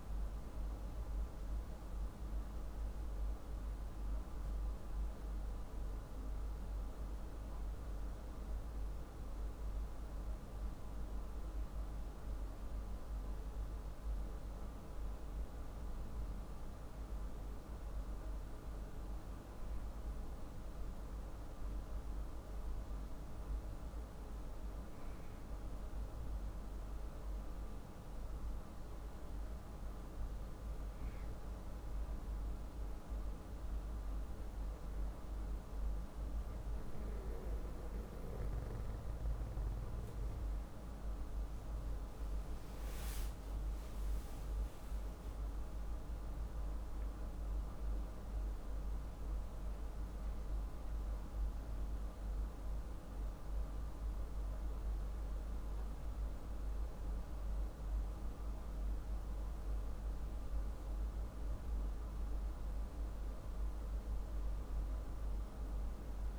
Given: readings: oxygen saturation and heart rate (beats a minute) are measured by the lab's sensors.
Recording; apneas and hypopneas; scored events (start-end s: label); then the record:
breathing in sleep, hard to hear, by a room microphone; none
44.00-47.50 s: arousal
From the record:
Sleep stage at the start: N2 (light sleep); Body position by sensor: on the back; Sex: male